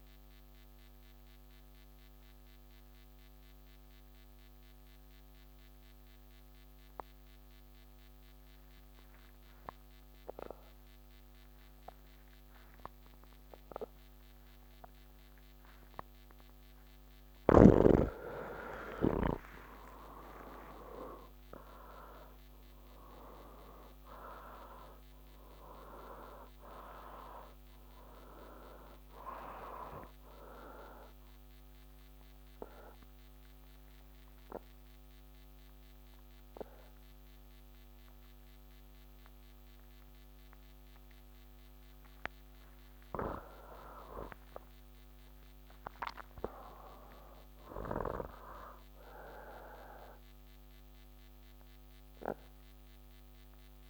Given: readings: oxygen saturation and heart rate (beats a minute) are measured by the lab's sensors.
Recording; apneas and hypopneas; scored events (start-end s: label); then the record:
breathing in sleep by a microphone on the trachea; 2
0.50-16.50 s: obstructive apnea (oxygen 98% before, 85% lowest)
13.00-45.00 s: oxygen desaturation (device-marked, oxygen 97% before, 85% lowest, heart rate 40 before, 66 extreme)
31.00-43.50 s: obstructive apnea (oxygen 97% before, 85% lowest, heart rate 74 before, 66 extreme, up 46 after)
From the record:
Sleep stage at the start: N1 (lightest sleep); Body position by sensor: on the back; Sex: male